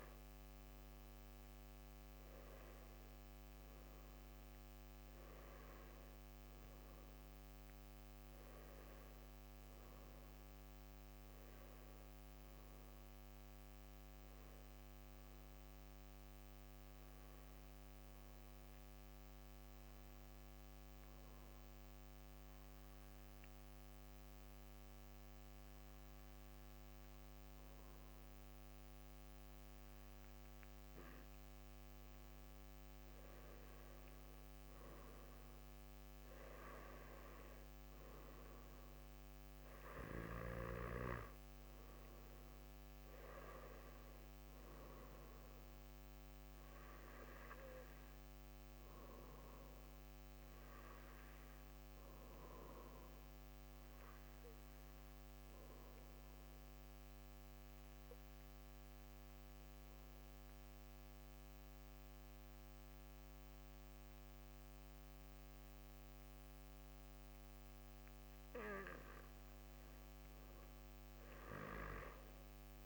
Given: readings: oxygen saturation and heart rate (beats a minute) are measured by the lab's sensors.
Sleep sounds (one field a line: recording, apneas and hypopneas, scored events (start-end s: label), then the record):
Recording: breathing in sleep by a microphone on the trachea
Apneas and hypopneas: 2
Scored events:
0.00-2.00 s: oxygen desaturation (device-marked, oxygen 92% lowest)
19.00-31.50 s: obstructive apnea (oxygen 95% before, 93% lowest)
33.00-37.50 s: arousal
43.00-61.00 s: oxygen desaturation (device-marked, oxygen 97% before, 93% lowest)
53.50-67.50 s: obstructive apnea (oxygen 97% before, 93% lowest)
From the record:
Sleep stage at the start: N2 (light sleep)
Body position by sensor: on the back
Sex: male